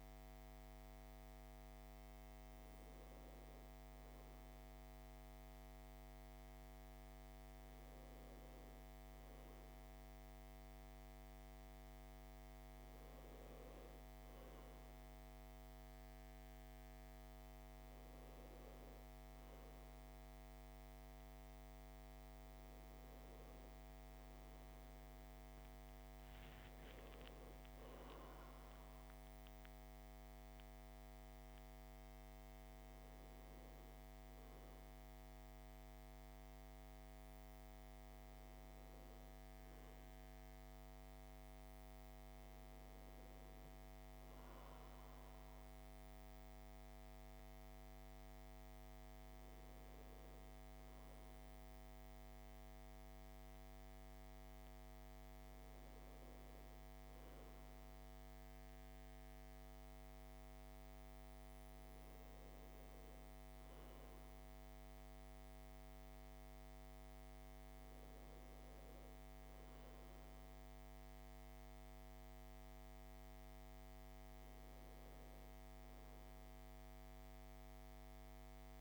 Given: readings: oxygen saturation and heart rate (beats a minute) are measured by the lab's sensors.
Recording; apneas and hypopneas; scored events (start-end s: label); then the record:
breathing in sleep, hard to hear, by a microphone on the trachea; none
23.50-28.00 s: arousal
From the record:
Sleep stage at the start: N1 (lightest sleep); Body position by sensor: on the back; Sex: male